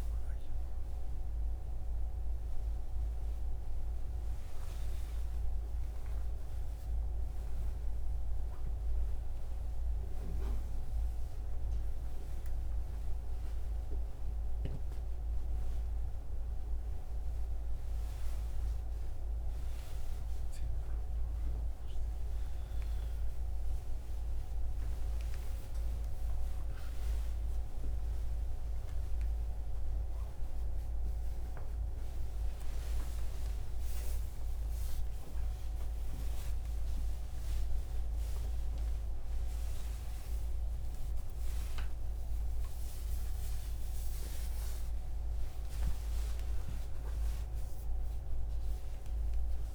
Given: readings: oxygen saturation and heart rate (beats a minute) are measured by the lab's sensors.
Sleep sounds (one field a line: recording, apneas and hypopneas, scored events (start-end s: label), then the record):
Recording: a person awake in a sleep study, hard to hear, by a room microphone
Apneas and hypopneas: none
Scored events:
none scored
From the record:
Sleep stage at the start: awake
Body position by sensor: on the right side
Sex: male